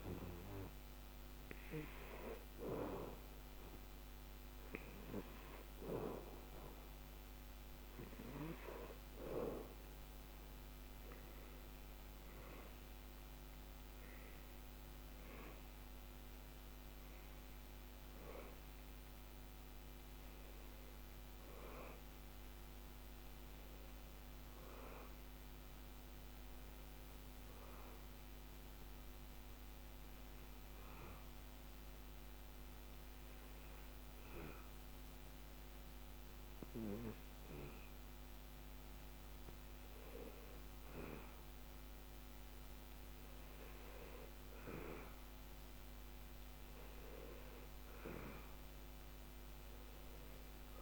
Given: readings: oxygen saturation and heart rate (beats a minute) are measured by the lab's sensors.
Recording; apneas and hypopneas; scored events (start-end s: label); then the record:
breathing in sleep by a microphone on the trachea; 1
28.50-41.50 s: hypopnea (oxygen 94% before, 92% lowest, heart rate 83 before, 75 extreme, up 0 after)
43.50-47.50 s: arousal
46.50-50.82 s: oxygen desaturation (device-marked, oxygen 96% before, 92% lowest, heart rate 79 before, 76 extreme)
From the record:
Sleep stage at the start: N2 (light sleep); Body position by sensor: on the back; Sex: male